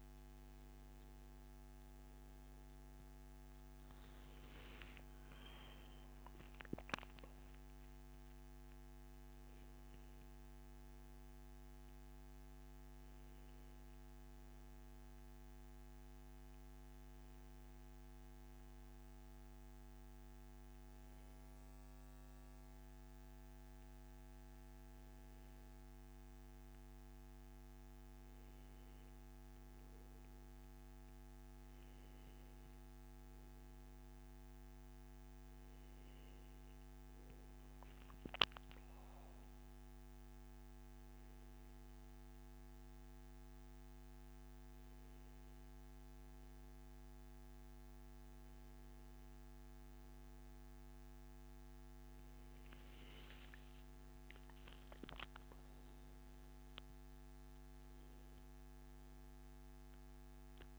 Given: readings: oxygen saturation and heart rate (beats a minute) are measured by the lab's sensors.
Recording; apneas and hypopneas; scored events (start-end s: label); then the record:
a person awake in a sleep study, hard to hear, by a microphone on the trachea; none
none scored
From the record:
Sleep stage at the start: awake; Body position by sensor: on the back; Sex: male